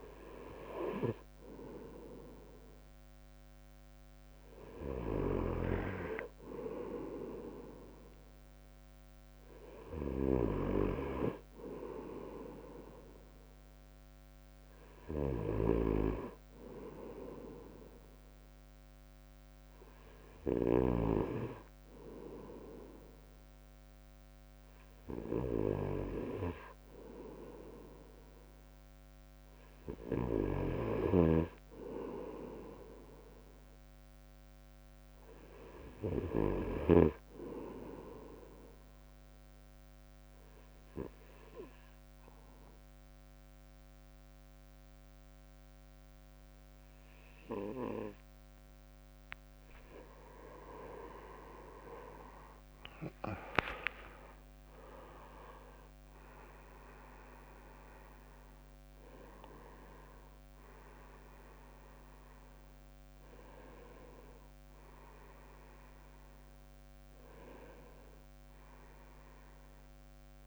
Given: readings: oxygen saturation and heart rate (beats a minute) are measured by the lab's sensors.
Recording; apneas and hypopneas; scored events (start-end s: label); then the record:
breathing in sleep by a microphone on the trachea; 1
39.00-49.50 s: obstructive apnea (oxygen 97% before, 95% lowest, heart rate 61 before, 53 extreme, up 34 after)
45.50-70.47 s: new sleep stage, N1 (lightest sleep)
50.00-54.00 s: leg movement (device-marked)
50.50-55.50 s: arousal
52.50-67.50 s: drop in pulse transit time (device-marked, heart rate 58 before, 62 extreme)
53.50-55.50 s: long interval between heartbeats (device-marked, heart rate 59 before, 79 extreme)
From the record:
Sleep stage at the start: N2 (light sleep); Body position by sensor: on the back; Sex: male